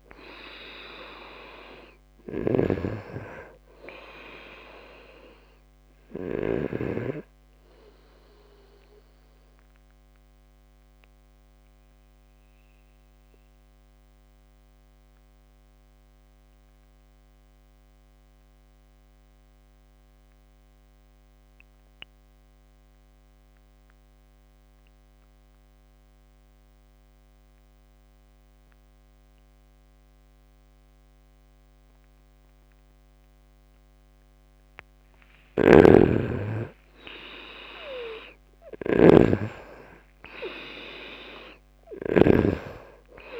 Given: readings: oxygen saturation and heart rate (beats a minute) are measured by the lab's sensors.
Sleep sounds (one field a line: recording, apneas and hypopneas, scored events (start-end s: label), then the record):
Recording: breathing in sleep by a microphone on the trachea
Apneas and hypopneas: 1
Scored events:
0.00-6.00 s: snoring (device-marked)
0.00-17.50 s: oxygen desaturation (device-marked, oxygen 89% lowest, heart rate 74 extreme)
9.50-35.00 s: obstructive apnea (oxygen 98% before, 87% lowest, heart rate 77 before, 72 extreme, up 3 after)
31.50-43.40 s: oxygen desaturation (device-marked, oxygen 98% before, 88% lowest, heart rate 76 before, 72 extreme)
35.00-42.00 s: snoring (device-marked)
38.00-42.50 s: arousal
From the record:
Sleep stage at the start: N2 (light sleep)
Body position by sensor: on the right side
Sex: male